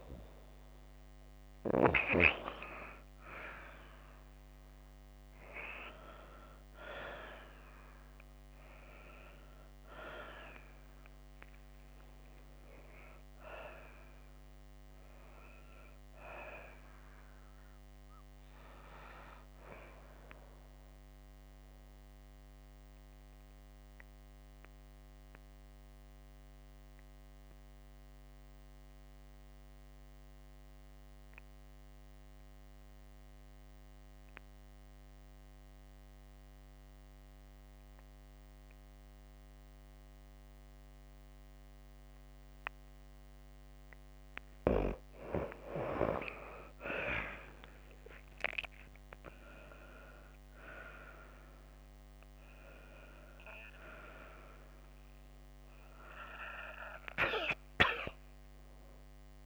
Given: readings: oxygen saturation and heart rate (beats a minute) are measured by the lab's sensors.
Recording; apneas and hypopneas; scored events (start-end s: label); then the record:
breathing in sleep by a microphone on the trachea; 1
4.50-9.00 s: arousal
10.50-45.50 s: oxygen desaturation (device-marked, oxygen 96% before, 89% lowest, heart rate 55 before, 52 extreme)
20.50-44.50 s: obstructive apnea (oxygen 96% before, 85% lowest, heart rate 57 before, 52 extreme, up 6 after)
47.50-51.00 s: arousal
53.50-59.46 s: oxygen desaturation (device-marked, oxygen 96% before, 91% lowest, heart rate 54 before, 52 extreme)
From the record:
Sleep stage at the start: N2 (light sleep); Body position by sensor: on the back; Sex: female